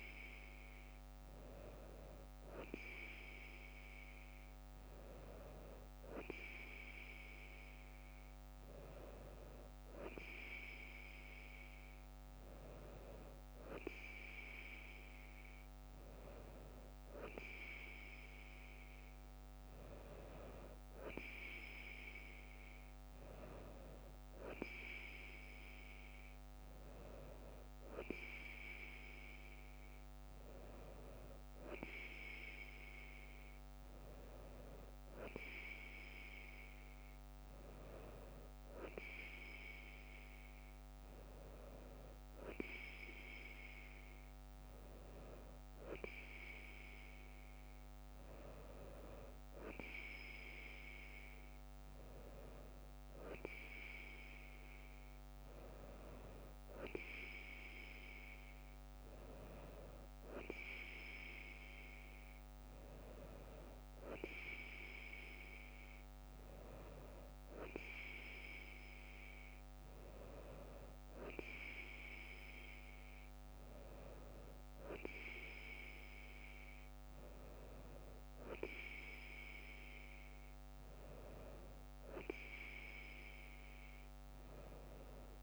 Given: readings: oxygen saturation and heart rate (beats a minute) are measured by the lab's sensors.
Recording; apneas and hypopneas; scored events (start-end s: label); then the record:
breathing in sleep by a microphone on the trachea; none
none scored
From the record:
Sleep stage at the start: N2 (light sleep); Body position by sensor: on the right side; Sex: female